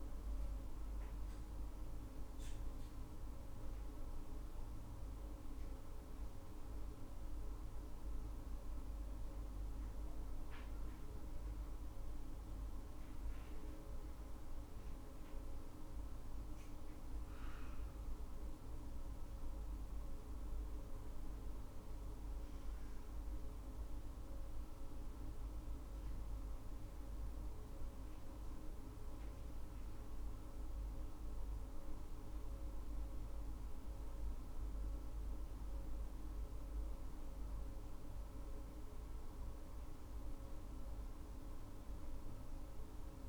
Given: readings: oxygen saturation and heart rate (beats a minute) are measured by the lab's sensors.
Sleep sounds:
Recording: breathing in sleep, hard to hear, by a room microphone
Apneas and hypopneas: none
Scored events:
none scored
From the record:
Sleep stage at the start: N1 (lightest sleep)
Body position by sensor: on the right side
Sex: female

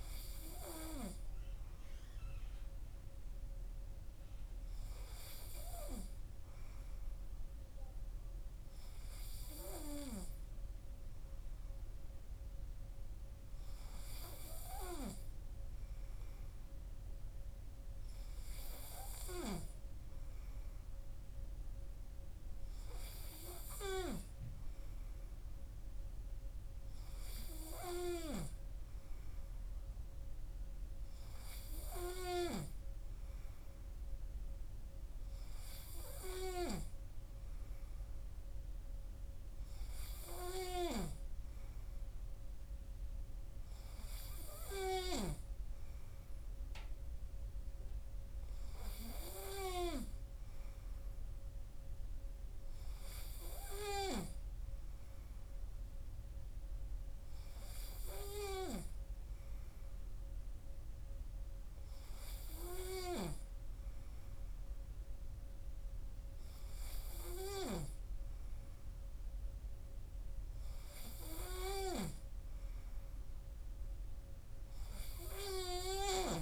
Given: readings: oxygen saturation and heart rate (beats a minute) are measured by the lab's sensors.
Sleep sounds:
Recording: breathing in sleep by a room microphone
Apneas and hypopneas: none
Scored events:
none scored
From the record:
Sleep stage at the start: N3 (deep sleep)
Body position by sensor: on the right side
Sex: male

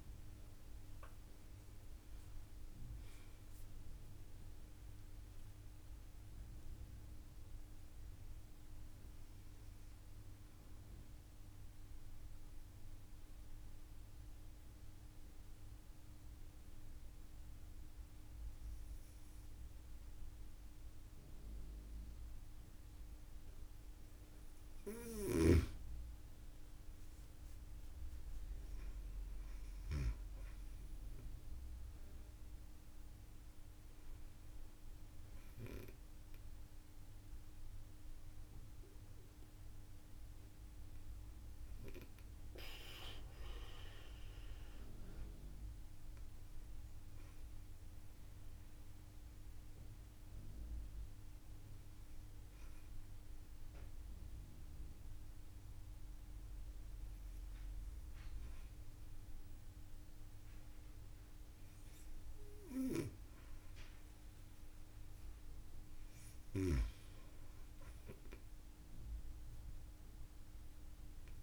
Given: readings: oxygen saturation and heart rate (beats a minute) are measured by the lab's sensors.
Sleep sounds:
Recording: breathing in sleep by a room microphone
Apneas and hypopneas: 2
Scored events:
0.00-2.00 s: long interval between heartbeats (device-marked)
3.00-7.00 s: arousal
11.50-24.00 s: mixed apnea (oxygen 95% before, 93% lowest)
25.50-29.50 s: arousal
39.00-61.50 s: hypopnea (oxygen 96% before, 93% lowest)
From the record:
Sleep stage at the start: N2 (light sleep)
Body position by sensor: on the right side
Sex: female

